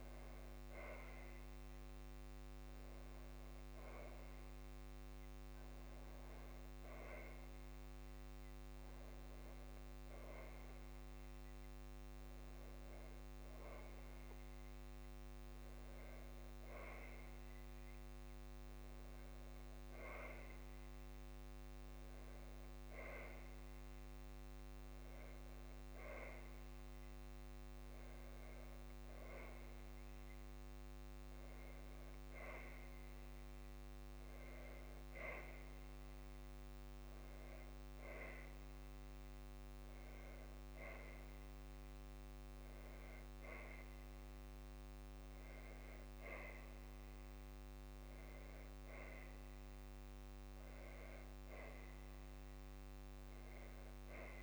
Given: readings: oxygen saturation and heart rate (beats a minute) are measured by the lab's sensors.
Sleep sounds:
a person awake in a sleep study, by a microphone on the trachea; none
none scored
From the record:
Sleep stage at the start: awake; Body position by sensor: on the back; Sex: female

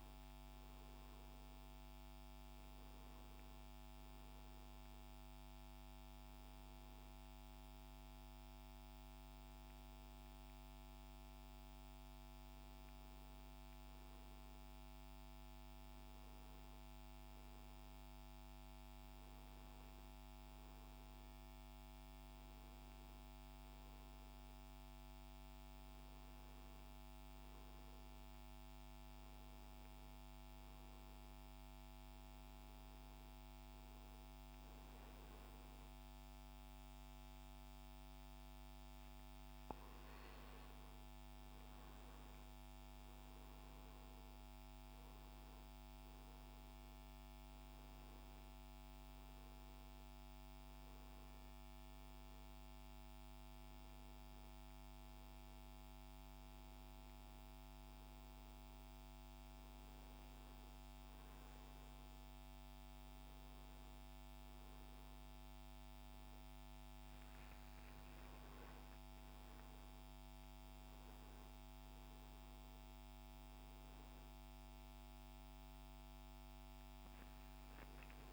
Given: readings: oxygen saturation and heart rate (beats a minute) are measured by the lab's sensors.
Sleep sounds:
breathing in sleep, hard to hear, by a microphone on the trachea; none
24.50-78.33 s: new sleep stage, N2 (light sleep)
From the record:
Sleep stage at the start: N1 (lightest sleep); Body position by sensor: on the back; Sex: male

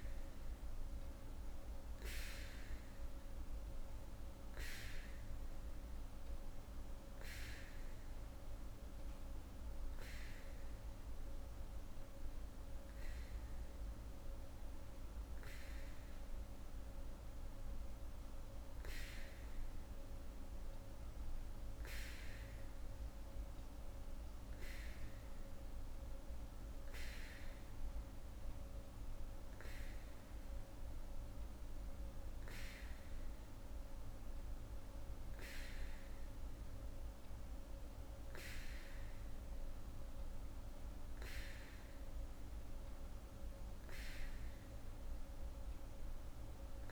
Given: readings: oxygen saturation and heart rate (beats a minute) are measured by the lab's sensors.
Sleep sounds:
breathing in sleep, hard to hear, by a room microphone; none
none scored
From the record:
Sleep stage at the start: N3 (deep sleep); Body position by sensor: on the back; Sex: female

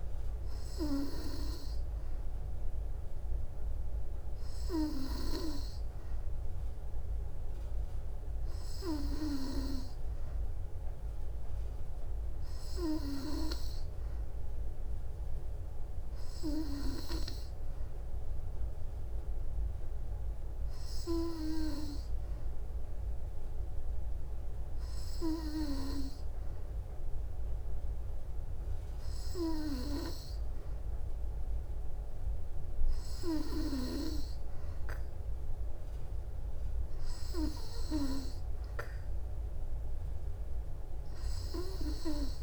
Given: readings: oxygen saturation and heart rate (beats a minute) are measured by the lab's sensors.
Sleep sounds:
breathing in sleep by a room microphone; none
none scored
From the record:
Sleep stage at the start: N2 (light sleep); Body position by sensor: on the back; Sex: female

